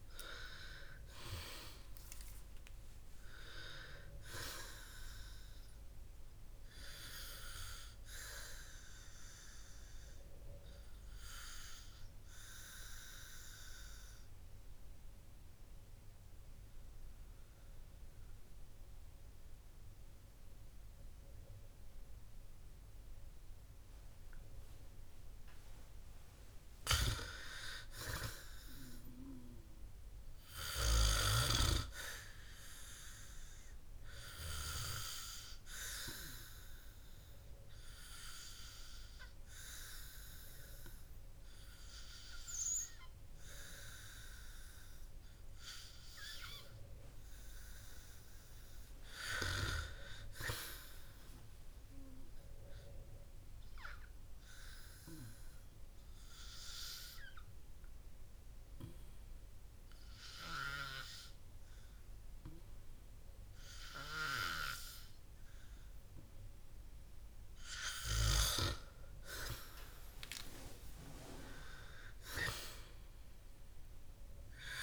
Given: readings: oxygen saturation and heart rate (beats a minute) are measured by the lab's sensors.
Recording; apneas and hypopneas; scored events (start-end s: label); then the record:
breathing in sleep by a room microphone; 2
0.00-1.50 s: arousal
15.00-27.50 s: obstructive apnea (oxygen 98% before, 95% lowest, heart rate 64 before, 54 extreme, up 11 after)
30.00-33.50 s: arousal
55.50-69.00 s: hypopnea (oxygen 98% before, 95% lowest, heart rate 60 before, 54 extreme, up 12 after)
70.00-73.00 s: arousal
From the record:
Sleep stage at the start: N2 (light sleep); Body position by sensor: on the back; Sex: male